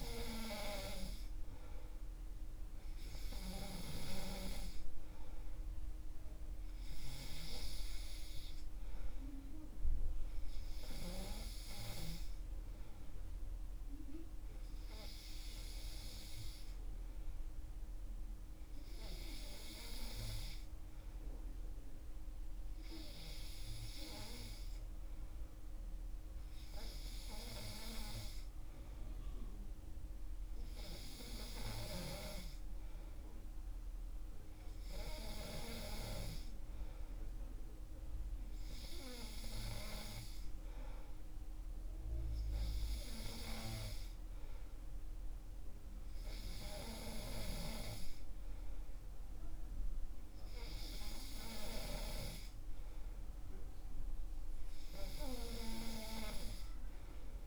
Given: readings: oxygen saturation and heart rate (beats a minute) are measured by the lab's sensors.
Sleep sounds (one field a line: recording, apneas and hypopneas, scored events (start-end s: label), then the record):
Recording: breathing in sleep by a room microphone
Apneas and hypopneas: none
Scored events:
none scored
From the record:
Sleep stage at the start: N3 (deep sleep)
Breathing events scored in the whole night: 72 in 3.9 hours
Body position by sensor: on the back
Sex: male